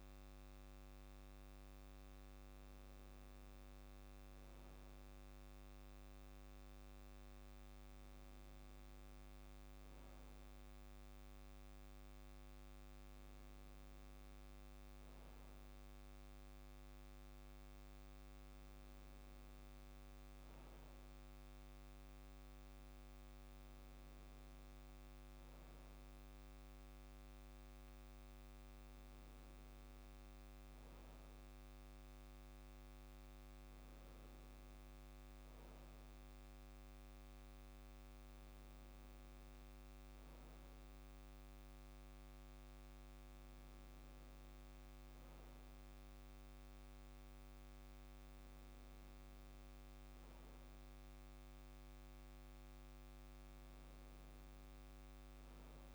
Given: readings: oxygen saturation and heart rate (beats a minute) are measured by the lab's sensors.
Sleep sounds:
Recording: breathing in sleep, hard to hear, by a microphone on the trachea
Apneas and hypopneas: none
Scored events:
none scored
From the record:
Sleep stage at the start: N2 (light sleep)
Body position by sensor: on the back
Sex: male

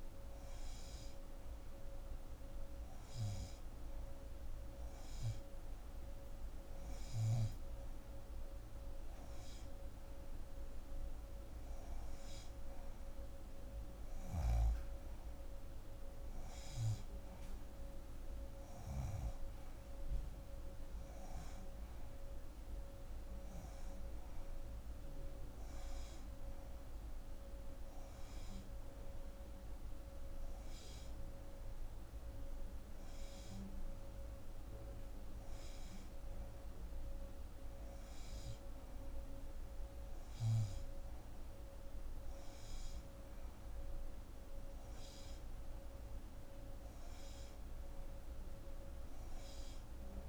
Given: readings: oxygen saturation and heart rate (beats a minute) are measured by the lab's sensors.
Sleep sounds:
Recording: breathing in sleep, hard to hear, by a room microphone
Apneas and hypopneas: none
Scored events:
none scored
From the record:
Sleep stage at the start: N2 (light sleep)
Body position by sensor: on the left side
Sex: female

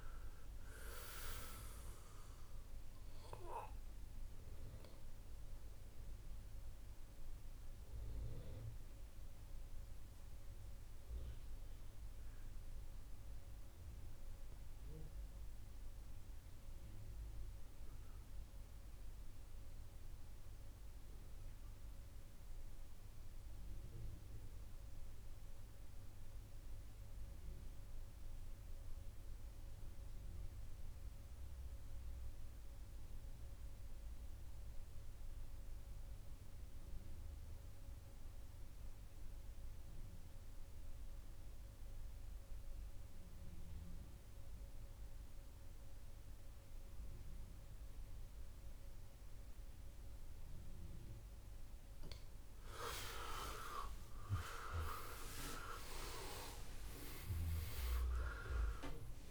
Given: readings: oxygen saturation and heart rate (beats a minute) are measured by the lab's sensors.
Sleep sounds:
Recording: breathing in sleep by a room microphone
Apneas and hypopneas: 1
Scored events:
0.00-19.00 s: oxygen desaturation (device-marked, oxygen 82% lowest, heart rate 60 extreme)
6.00-51.50 s: obstructive apnea (oxygen 93% before, 83% lowest, heart rate 68 before, 62 extreme, up 5 after)
33.00-59.31 s: oxygen desaturation (device-marked, oxygen 98% before, 83% lowest, heart rate 64 before, 62 extreme)
53.00-57.00 s: arousal
From the record:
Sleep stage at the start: N2 (light sleep)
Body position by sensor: on the back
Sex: male

